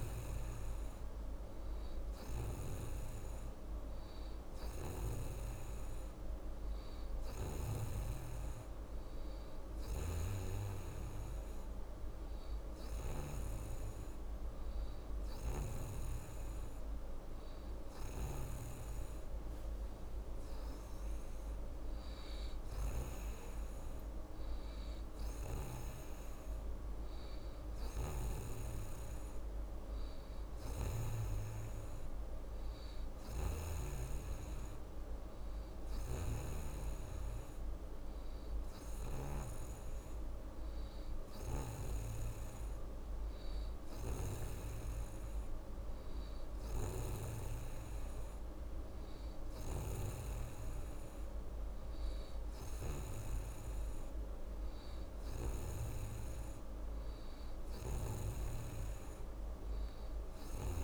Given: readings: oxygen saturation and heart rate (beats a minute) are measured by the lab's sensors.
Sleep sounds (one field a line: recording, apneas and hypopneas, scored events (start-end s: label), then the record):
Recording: breathing in sleep by a room microphone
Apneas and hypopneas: none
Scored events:
0.00-7.50 s: snoring (device-marked)
9.50-15.50 s: snoring (device-marked)
27.50-39.00 s: snoring (device-marked)
34.50-60.84 s: new sleep stage, N3 (deep sleep)
From the record:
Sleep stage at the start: N2 (light sleep)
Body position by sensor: on the right side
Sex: female